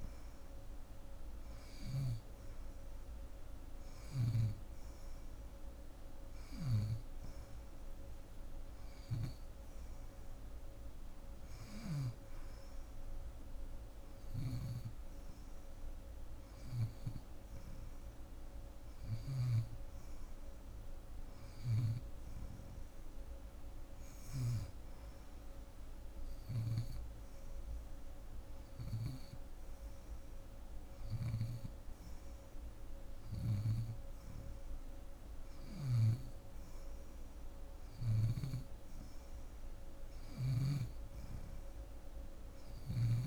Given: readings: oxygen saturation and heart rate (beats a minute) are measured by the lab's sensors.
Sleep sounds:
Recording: breathing in sleep by a room microphone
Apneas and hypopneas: 1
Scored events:
11.00-15.50 s: arousal
13.50-19.00 s: snoring (device-marked)
25.00-37.50 s: hypopnea (oxygen 91% before, 89% lowest)
30.50-35.50 s: snoring (device-marked)
39.50-43.00 s: arousal
From the record:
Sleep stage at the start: N2 (light sleep)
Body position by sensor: on the left side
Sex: female

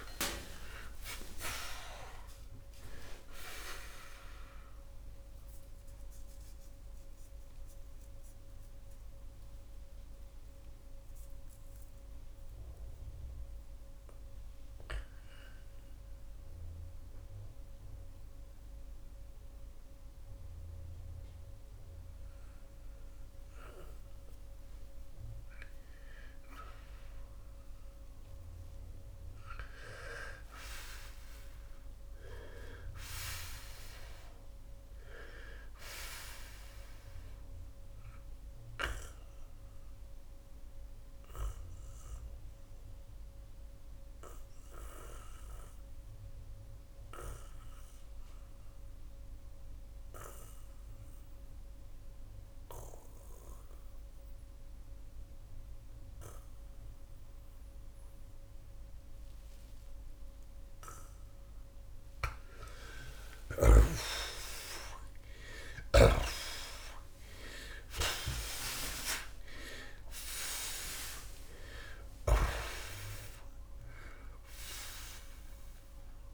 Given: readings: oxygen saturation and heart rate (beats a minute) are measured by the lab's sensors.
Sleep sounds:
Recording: breathing in sleep by a room microphone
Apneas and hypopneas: 2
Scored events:
6.00-24.50 s: mixed apnea (oxygen 95% before, 88% lowest)
9.00-29.00 s: oxygen desaturation (device-marked, oxygen 95% before, 90% lowest)
26.50-29.50 s: arousal
38.50-59.50 s: mixed apnea (oxygen 96% before, 79% lowest)
43.00-66.00 s: oxygen desaturation (device-marked, oxygen 96% before, 88% lowest)
63.50-67.00 s: arousal
From the record:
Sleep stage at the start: N2 (light sleep)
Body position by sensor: on the back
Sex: male

